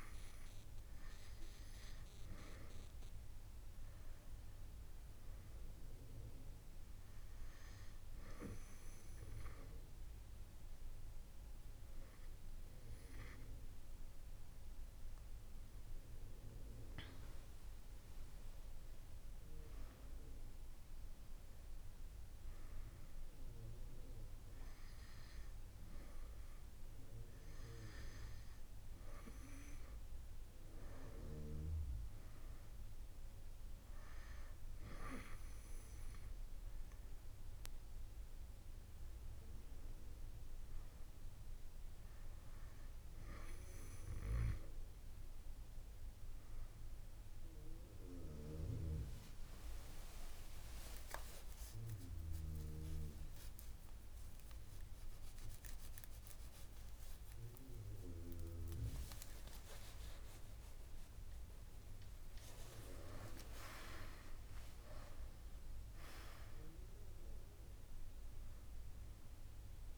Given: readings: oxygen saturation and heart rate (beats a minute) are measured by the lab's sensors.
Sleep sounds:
breathing in sleep by a room microphone; none
0.00-15.00 s: oxygen desaturation (device-marked, oxygen 93% lowest)
30.50-32.50 s: long interval between heartbeats (device-marked)
43.50-45.50 s: long interval between heartbeats (device-marked)
49.50-54.00 s: arousal
51.50-53.50 s: long interval between heartbeats (device-marked)
59.50-61.50 s: long interval between heartbeats (device-marked)
63.00-69.98 s: drop in pulse transit time (device-marked)
64.50-66.50 s: long interval between heartbeats (device-marked)
67.50-69.50 s: long interval between heartbeats (device-marked)
From the record:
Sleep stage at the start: N2 (light sleep); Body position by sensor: on the back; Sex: female

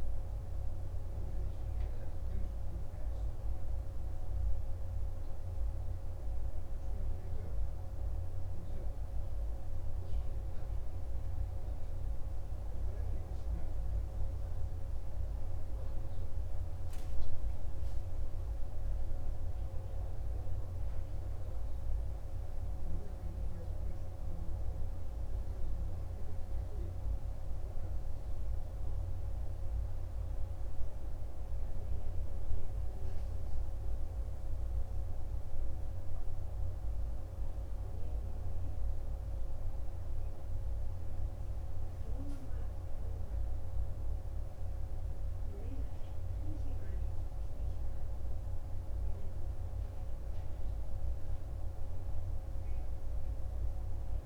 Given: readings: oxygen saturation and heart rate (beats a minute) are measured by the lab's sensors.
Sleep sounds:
breathing in sleep, hard to hear, by a room microphone; none
none scored
From the record:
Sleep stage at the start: N2 (light sleep); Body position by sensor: on the right side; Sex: male

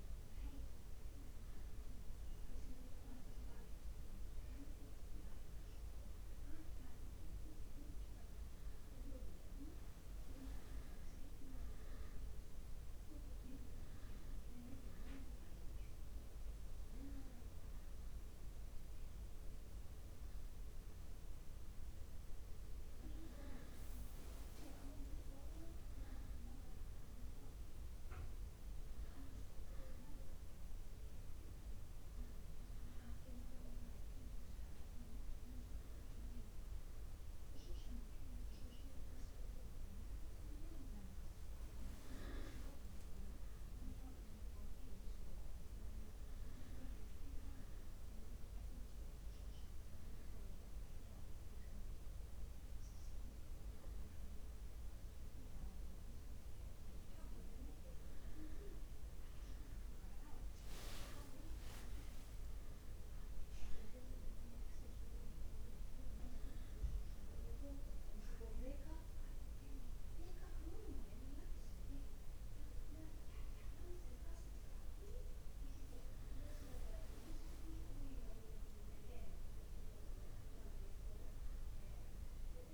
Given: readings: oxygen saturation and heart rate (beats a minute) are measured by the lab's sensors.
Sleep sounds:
a person awake in a sleep study, by a room microphone; none
none scored
From the record:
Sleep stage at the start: awake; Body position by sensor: on the back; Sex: male

